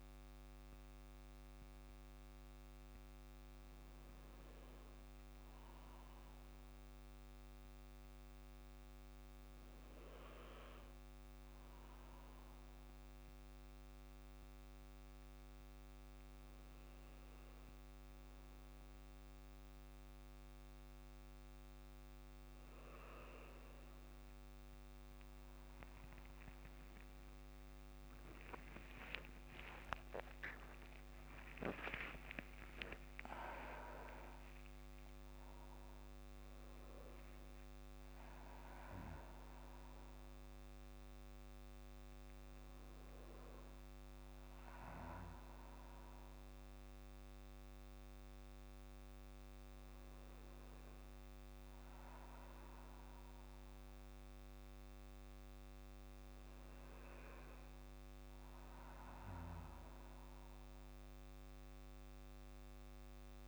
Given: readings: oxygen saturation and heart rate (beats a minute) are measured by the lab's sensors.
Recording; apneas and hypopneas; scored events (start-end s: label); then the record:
a person partly awake in a sleep study, by a microphone on the trachea; none
27.00-34.00 s: tachycardia (device-marked, heart rate 58 before, 152 extreme)
29.50-31.50 s: long interval between heartbeats (device-marked, heart rate 54 before, 95 extreme)
31.00-63.48 s: new sleep stage, N1 (lightest sleep)
31.50-33.50 s: long interval between heartbeats (device-marked, heart rate 59 before, 127 extreme)
From the record:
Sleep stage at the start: awake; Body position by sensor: on the back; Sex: male